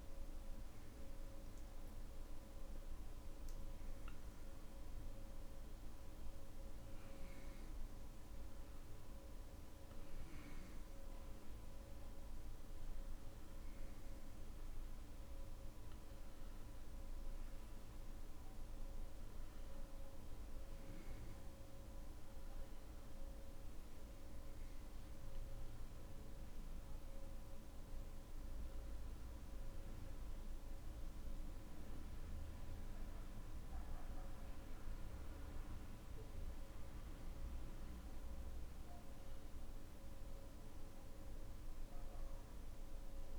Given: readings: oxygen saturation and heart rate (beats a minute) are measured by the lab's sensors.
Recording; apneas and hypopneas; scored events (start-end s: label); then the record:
breathing in sleep, hard to hear, by a room microphone; none
none scored
From the record:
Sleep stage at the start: N3 (deep sleep); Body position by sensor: on the back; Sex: male